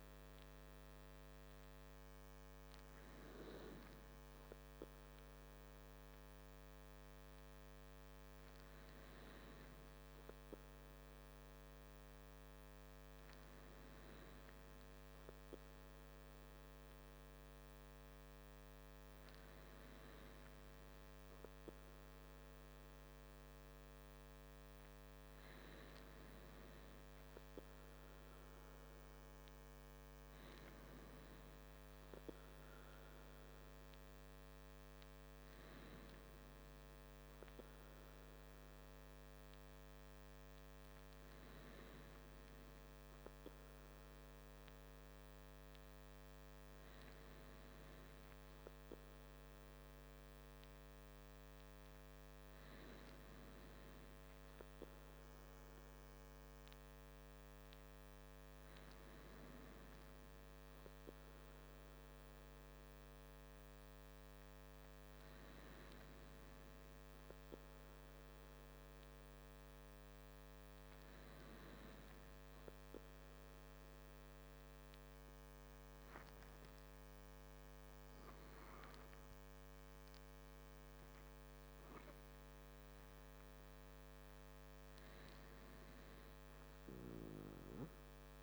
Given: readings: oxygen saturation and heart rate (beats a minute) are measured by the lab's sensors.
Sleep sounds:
breathing in sleep, hard to hear, by a microphone on the trachea; none
none scored
From the record:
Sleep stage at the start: N2 (light sleep); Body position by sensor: on the back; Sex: male

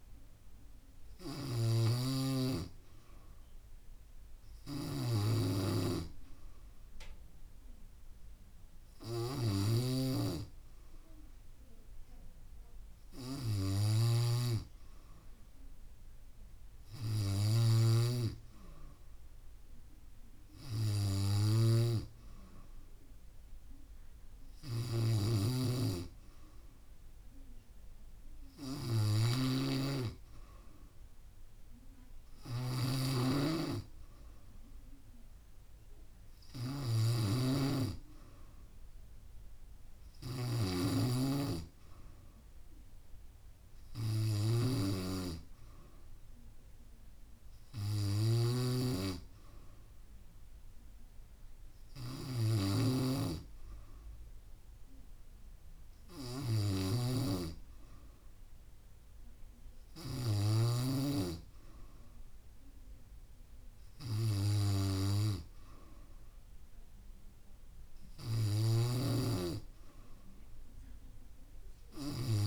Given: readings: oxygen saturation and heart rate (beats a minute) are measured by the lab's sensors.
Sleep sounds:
breathing in sleep by a room microphone; none
1.50-61.00 s: snoring (device-marked)
68.50-72.47 s: snoring (device-marked)
From the record:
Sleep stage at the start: N3 (deep sleep); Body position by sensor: on the back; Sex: female

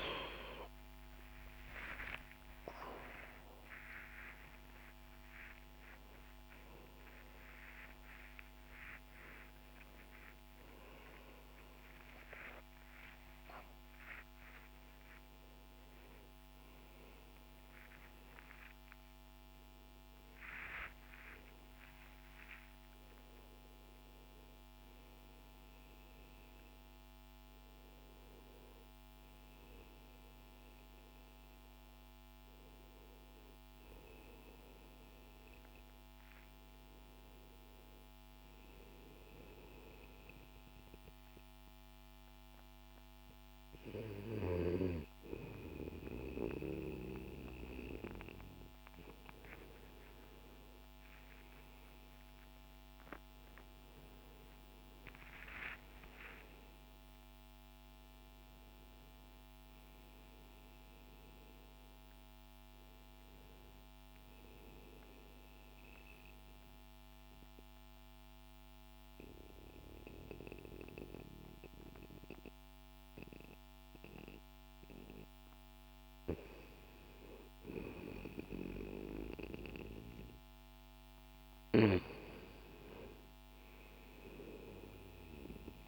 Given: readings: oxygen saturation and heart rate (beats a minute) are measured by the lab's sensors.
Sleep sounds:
a person partly awake in a sleep study, by a microphone on the trachea; 1
0.00-2.50 s: oxygen desaturation (device-marked, oxygen 86% lowest)
14.50-74.50 s: new sleep stage, N1 (lightest sleep)
39.50-75.50 s: oxygen desaturation (device-marked, oxygen 97% before, 89% lowest, heart rate 37 before, 59 extreme)
54.00-58.50 s: arousal
64.50-75.50 s: mixed apnea (oxygen 96% before, 84% lowest, heart rate 63 before, 60 extreme)
74.50-85.88 s: new sleep stage, N2 (light sleep)
77.50-83.00 s: arousal
From the record:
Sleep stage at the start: awake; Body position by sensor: on the left side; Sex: male

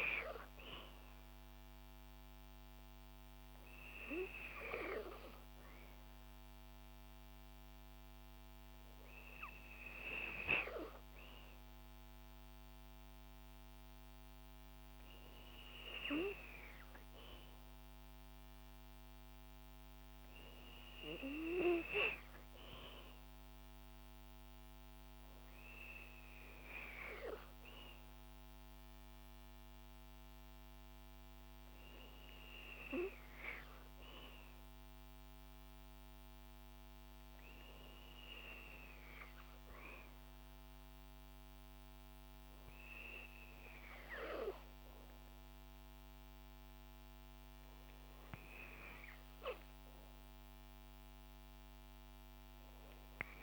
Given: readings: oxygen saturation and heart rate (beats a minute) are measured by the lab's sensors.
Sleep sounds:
breathing in sleep by a microphone on the trachea; none
none scored
From the record:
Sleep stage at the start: N2 (light sleep); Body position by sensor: on the back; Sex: female

